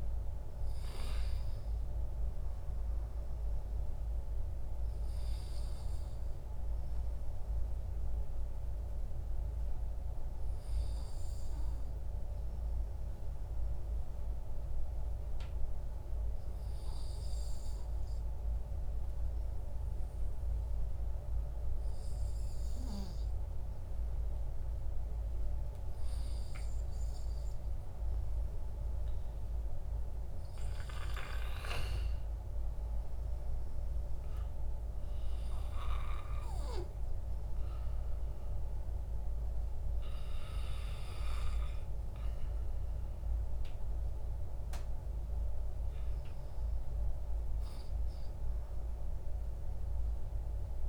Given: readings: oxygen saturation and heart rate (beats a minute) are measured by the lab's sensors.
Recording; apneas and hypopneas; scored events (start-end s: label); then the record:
breathing in sleep, hard to hear, by a room microphone; none
none scored
From the record:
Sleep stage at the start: N2 (light sleep); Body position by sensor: on the back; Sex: male